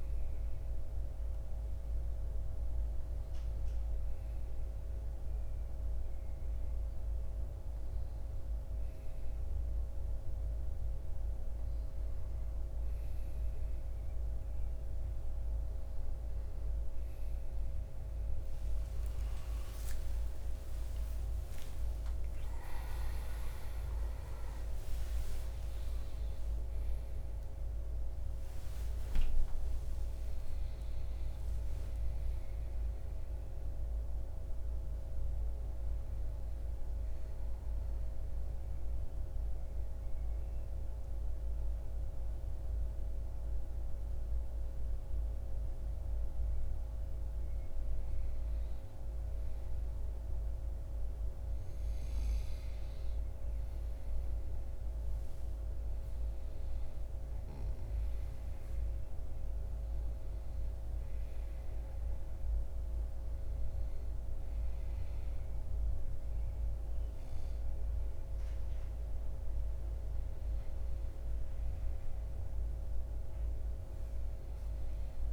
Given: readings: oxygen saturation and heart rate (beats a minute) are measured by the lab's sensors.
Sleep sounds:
breathing in sleep, hard to hear, by a room microphone; 1
0.00-11.50 s: oxygen desaturation (device-marked, oxygen 92% lowest, heart rate 55 extreme)
19.00-24.50 s: arousal
30.50-38.50 s: oxygen desaturation (device-marked, oxygen 98% before, 95% lowest, heart rate 85 before, 54 extreme)
37.50-47.50 s: central apnea (oxygen 98% before, 92% lowest, heart rate 86 before, 54 extreme, up 4 after)
37.50-75.33 s: new sleep stage, N2 (light sleep)
50.50-55.00 s: arousal
58.50-70.50 s: oxygen desaturation (device-marked, oxygen 97% before, 92% lowest, heart rate 56 before, 59 extreme)
From the record:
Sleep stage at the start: N1 (lightest sleep); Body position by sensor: on the back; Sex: male

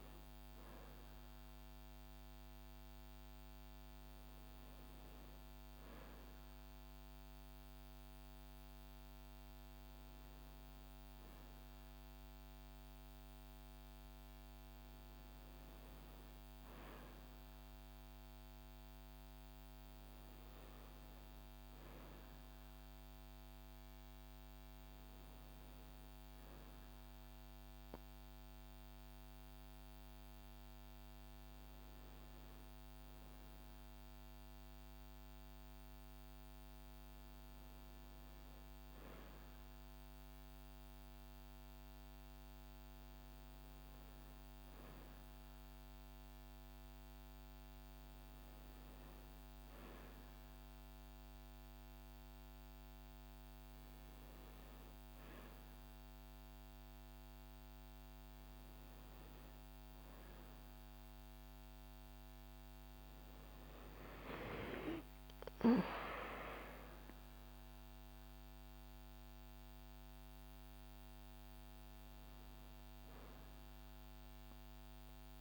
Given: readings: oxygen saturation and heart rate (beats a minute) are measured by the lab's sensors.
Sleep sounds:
a person awake in a sleep study, hard to hear, by a microphone on the trachea; none
none scored
From the record:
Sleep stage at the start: awake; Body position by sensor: on the right side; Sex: female

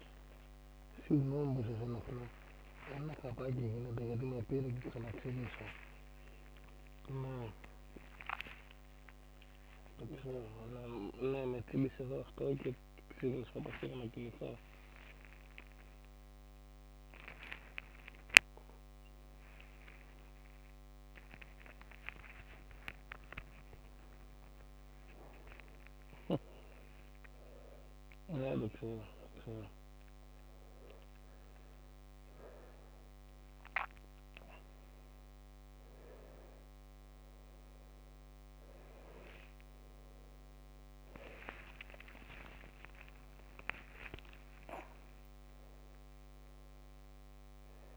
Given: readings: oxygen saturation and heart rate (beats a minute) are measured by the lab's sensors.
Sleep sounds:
a person awake in a sleep study, by a microphone on the trachea; none
none scored
From the record:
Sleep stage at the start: awake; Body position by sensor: on the back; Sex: male

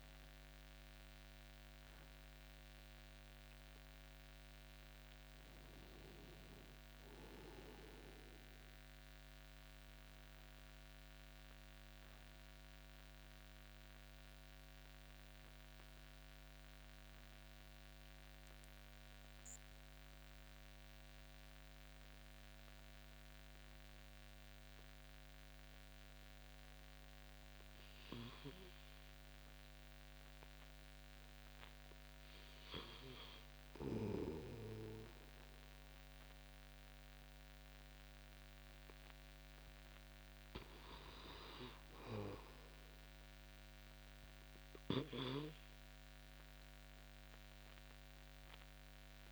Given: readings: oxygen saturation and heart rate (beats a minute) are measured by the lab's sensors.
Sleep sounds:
breathing in sleep by a microphone on the trachea; 1
9.00-40.50 s: obstructive apnea (oxygen 98% before, 93% lowest)
42.00-49.32 s: oxygen desaturation (device-marked, oxygen 98% before, 93% lowest)
42.50-46.50 s: arousal
From the record:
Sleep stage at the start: REM sleep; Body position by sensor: on the back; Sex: male

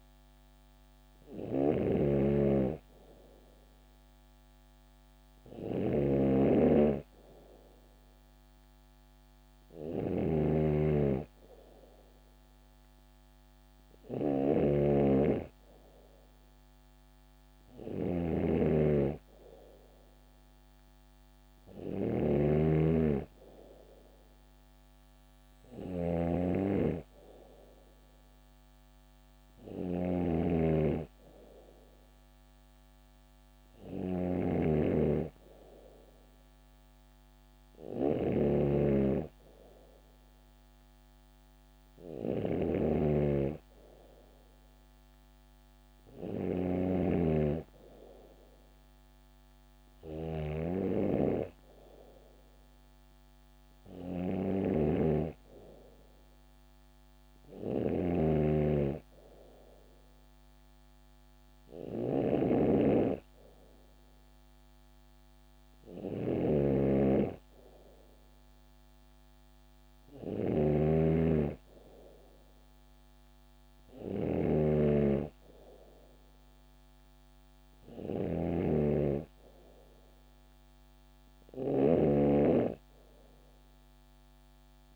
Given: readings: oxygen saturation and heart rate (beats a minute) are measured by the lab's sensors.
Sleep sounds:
breathing in sleep by a microphone on the trachea; none
0.00-84.96 s: snoring (device-marked)
From the record:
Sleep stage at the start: N2 (light sleep); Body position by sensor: on the back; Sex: female

